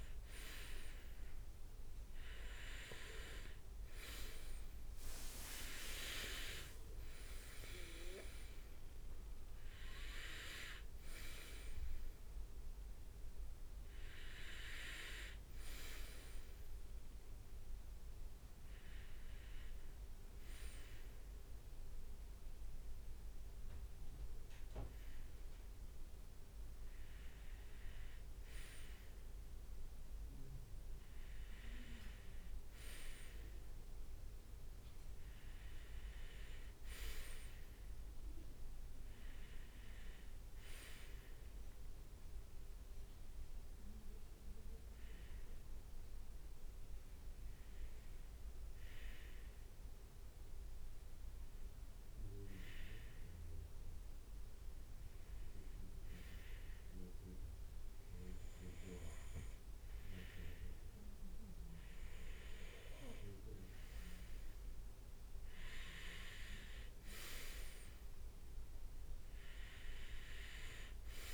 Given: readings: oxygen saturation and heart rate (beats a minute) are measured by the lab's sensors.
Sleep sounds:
breathing in sleep by a room microphone; 1
1.50-31.50 s: new sleep stage, N1 (lightest sleep)
3.50-11.00 s: leg movement (device-marked)
6.50-11.50 s: arousal
31.50-71.34 s: new sleep stage, N2 (light sleep)
40.50-57.50 s: hypopnea (oxygen 99% before, 97% lowest, heart rate 64 before, 62 extreme, up 5 after)
From the record:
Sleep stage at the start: REM sleep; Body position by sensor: on the right side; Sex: male

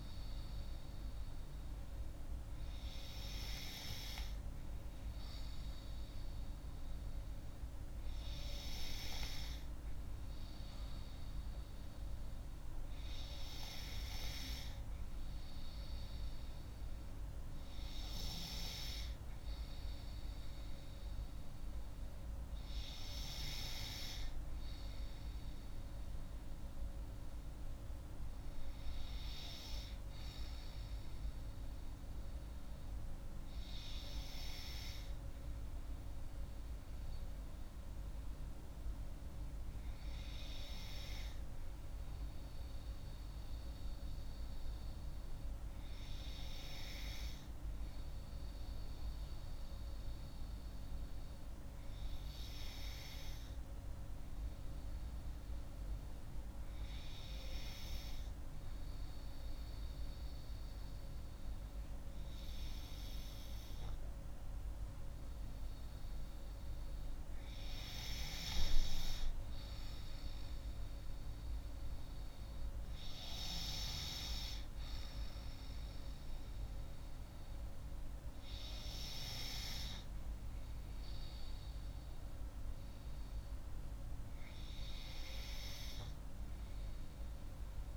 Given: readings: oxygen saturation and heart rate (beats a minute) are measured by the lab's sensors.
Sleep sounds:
breathing in sleep by a room microphone; 1
44.00-47.00 s: arousal
50.00-65.00 s: hypopnea (oxygen 96% before, 93% lowest)
66.50-70.00 s: arousal
From the record:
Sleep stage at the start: N2 (light sleep); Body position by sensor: on the left side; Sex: female

